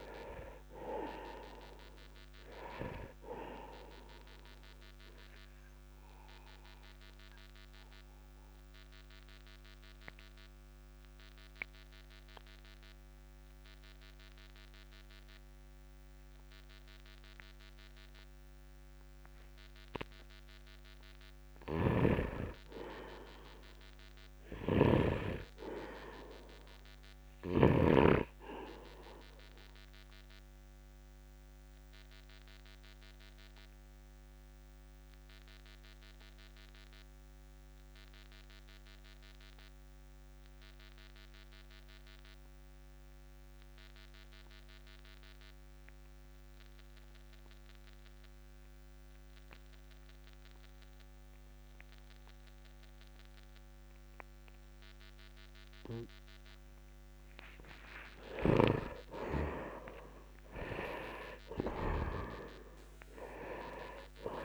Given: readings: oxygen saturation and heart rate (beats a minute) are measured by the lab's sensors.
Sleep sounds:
breathing in sleep by a microphone on the trachea; 2
0.00-24.00 s: oxygen desaturation (device-marked, oxygen 87% lowest, heart rate 60 extreme)
5.00-21.00 s: obstructive apnea (oxygen 98% before, 81% lowest, heart rate 64 before, 64 extreme)
21.50-25.00 s: snoring (device-marked)
23.00-27.00 s: arousal
30.50-58.00 s: obstructive apnea (oxygen 100% before, 81% lowest, heart rate 68 before, 51 extreme, up 5 after)
34.00-46.00 s: oxygen desaturation (device-marked, oxygen 100% before, 92% lowest, heart rate 67 before, 51 extreme)
51.00-64.45 s: oxygen desaturation (device-marked, oxygen 98% before, 81% lowest, heart rate 65 before, 51 extreme)
58.00-62.00 s: snoring (device-marked)
59.50-64.00 s: arousal
From the record:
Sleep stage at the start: N2 (light sleep); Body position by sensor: on the right side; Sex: male

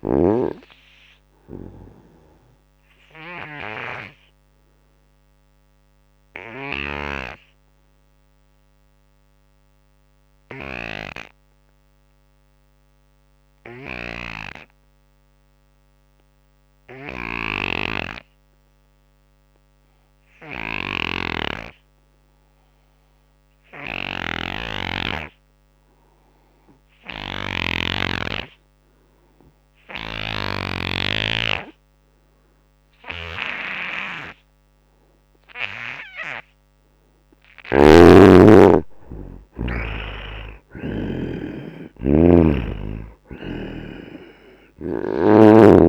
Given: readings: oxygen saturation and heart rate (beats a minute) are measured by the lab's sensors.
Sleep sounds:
breathing in sleep by a microphone on the trachea; 1
0.00-10.50 s: oxygen desaturation (device-marked, oxygen 73% lowest, heart rate 64 extreme)
0.50-37.50 s: obstructive apnea (oxygen 97% before, 73% lowest, heart rate 78 before, 64 extreme, up 19 after)
17.00-21.00 s: snoring (device-marked)
26.50-45.89 s: oxygen desaturation (device-marked, oxygen 98% before, 75% lowest, heart rate 81 before, 60 extreme)
27.00-31.00 s: snoring (device-marked)
39.00-43.50 s: arousal
From the record:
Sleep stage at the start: N2 (light sleep); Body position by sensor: on the right side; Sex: male

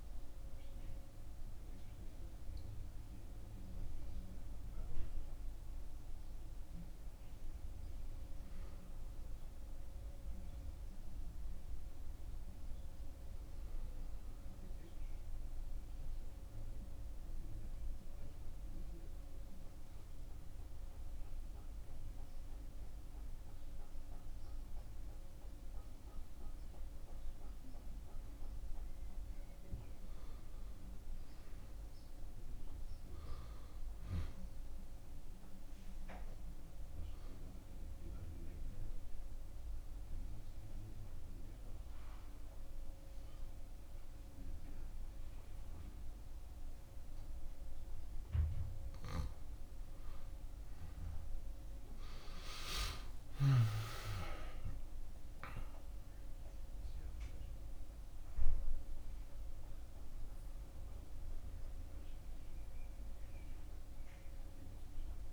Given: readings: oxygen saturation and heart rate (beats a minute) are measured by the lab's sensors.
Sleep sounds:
breathing in sleep by a room microphone; 2
0.00-14.00 s: oxygen desaturation (device-marked, oxygen 90% lowest, heart rate 61 extreme)
14.00-26.00 s: obstructive apnea (oxygen 95% before, 89% lowest, heart rate 81 before, 68 extreme, up 19 after)
28.00-30.50 s: arousal
36.00-48.50 s: obstructive apnea (oxygen 97% before, 89% lowest, heart rate 75 before, 70 extreme, up 23 after)
37.00-54.00 s: oxygen desaturation (device-marked, oxygen 96% before, 92% lowest, heart rate 75 before, 70 extreme)
51.00-55.00 s: arousal
56.00-65.33 s: oxygen desaturation (device-marked, oxygen 95% before, 92% lowest, heart rate 81 before, 59 extreme)
From the record:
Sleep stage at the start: N2 (light sleep); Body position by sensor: on the back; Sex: male

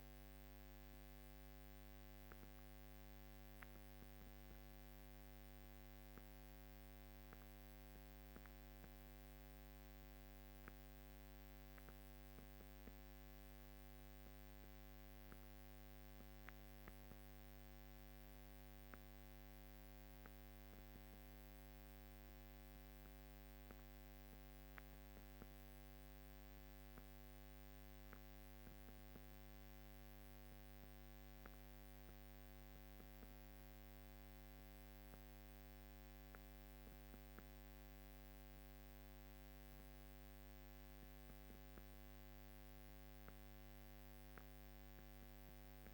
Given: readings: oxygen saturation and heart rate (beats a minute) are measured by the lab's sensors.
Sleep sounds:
breathing in sleep, hard to hear, by a microphone on the trachea; none
24.50-26.50 s: long interval between heartbeats (device-marked, heart rate 51 before, 53 extreme)
From the record:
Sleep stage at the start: N2 (light sleep); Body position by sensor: on the back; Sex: female

